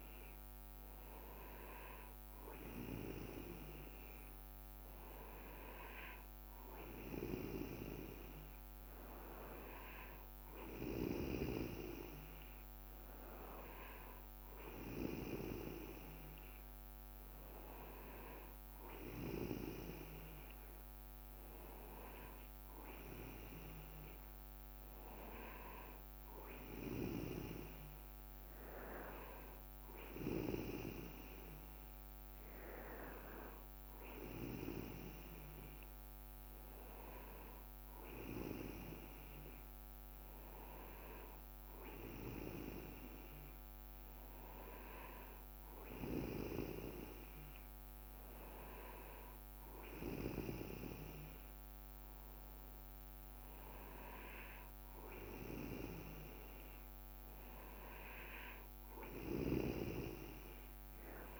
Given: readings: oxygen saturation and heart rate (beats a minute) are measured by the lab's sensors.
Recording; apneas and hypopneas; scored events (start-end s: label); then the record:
breathing in sleep by a microphone on the trachea; none
21.00-22.00 s: leg movement (device-marked)
From the record:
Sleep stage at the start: N2 (light sleep); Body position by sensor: on the back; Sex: male